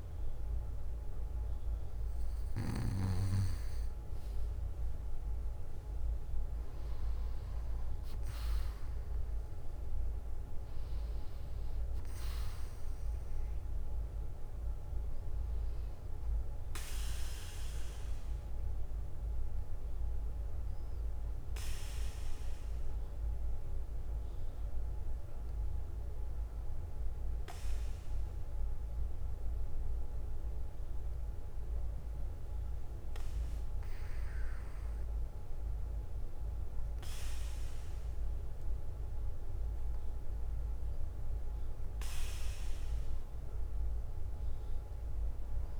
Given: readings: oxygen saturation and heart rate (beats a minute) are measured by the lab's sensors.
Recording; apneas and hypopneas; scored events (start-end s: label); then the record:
breathing in sleep, hard to hear, by a room microphone; none
19.00-26.00 s: bradycardia (device-marked, heart rate 59 before, 54 extreme)
28.00-30.00 s: bradycardia (device-marked, heart rate 59 before, 57 extreme)
33.00-35.00 s: bradycardia (device-marked, heart rate 59 before, 63 extreme)
36.50-40.00 s: arousal
From the record:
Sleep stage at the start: N2 (light sleep); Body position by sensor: on the back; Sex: male